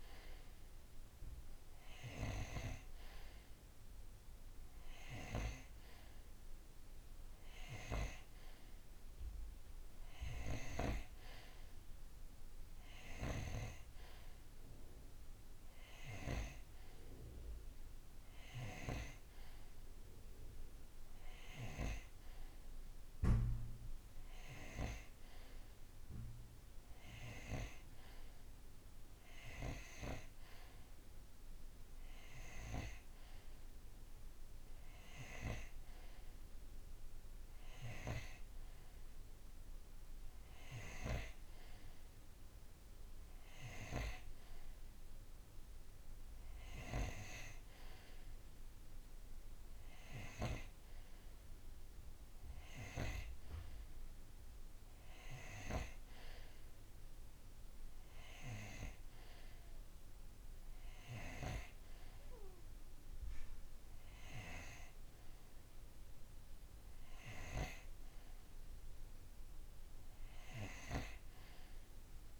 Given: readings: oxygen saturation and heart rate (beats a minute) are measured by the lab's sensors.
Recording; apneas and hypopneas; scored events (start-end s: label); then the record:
breathing in sleep by a room microphone; none
none scored
From the record:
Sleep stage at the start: N2 (light sleep); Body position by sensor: on the right side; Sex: male